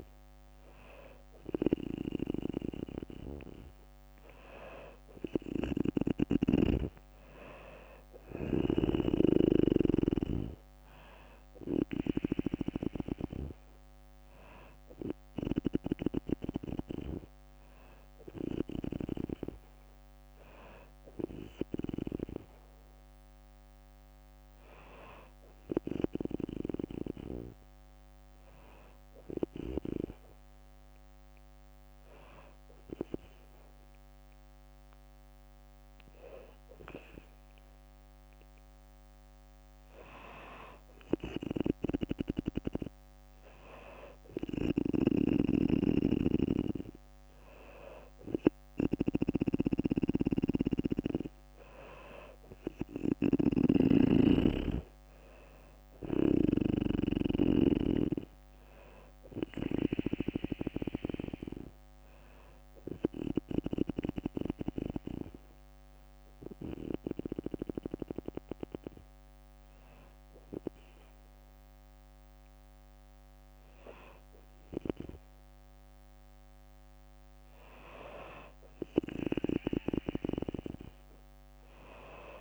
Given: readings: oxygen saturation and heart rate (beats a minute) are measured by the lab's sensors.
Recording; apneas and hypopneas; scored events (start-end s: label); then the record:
breathing in sleep by a microphone on the trachea; 1
6.50-18.50 s: drop in pulse transit time (device-marked, heart rate 63 before, 63 extreme)
8.00-11.50 s: snoring (device-marked)
40.50-60.50 s: snoring (device-marked)
53.50-73.50 s: drop in pulse transit time (device-marked, heart rate 63 before, 60 extreme)
54.00-57.00 s: arousal
64.00-75.50 s: hypopnea (oxygen 98% before, 94% lowest, heart rate 65 before, 59 extreme, up 3 after)
71.50-73.50 s: bradycardia (device-marked, heart rate 63 before, 60 extreme)
77.50-80.50 s: arousal
From the record:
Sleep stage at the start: N2 (light sleep); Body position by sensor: on the back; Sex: female